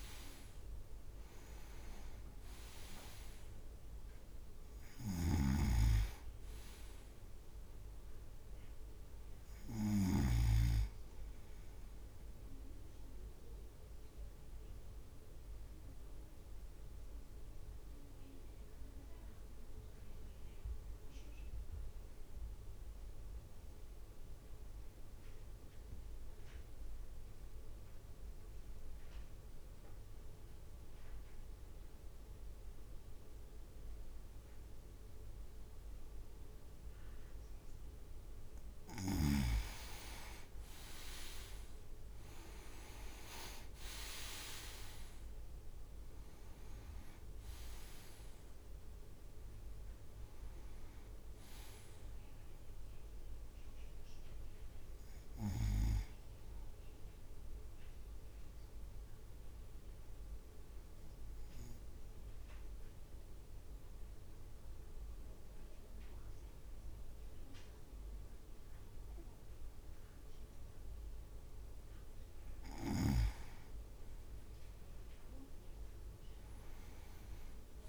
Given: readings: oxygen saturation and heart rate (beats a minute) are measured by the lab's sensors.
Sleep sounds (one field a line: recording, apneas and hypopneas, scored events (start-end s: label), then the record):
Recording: breathing in sleep by a room microphone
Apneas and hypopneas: 2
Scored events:
0.00-3.00 s: arousal
0.00-10.00 s: drop in pulse transit time (device-marked, heart rate 55 extreme)
5.00-10.50 s: snoring (device-marked)
13.00-37.00 s: obstructive apnea (oxygen 99% before, 96% lowest, heart rate 55 before, 50 extreme, up 6 after)
41.00-45.50 s: arousal
42.00-43.50 s: leg movement (device-marked)
43.00-57.00 s: drop in pulse transit time (device-marked, heart rate 52 before, 54 extreme)
58.00-71.50 s: obstructive apnea (oxygen 99% before, 95% lowest, heart rate 55 before, 54 extreme, up 7 after)
75.00-77.88 s: arousal
75.00-77.88 s: drop in pulse transit time (device-marked, heart rate 54 before, 54 extreme)
75.50-77.88 s: leg movement (device-marked)
From the record:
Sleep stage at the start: N2 (light sleep)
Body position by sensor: on the right side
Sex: male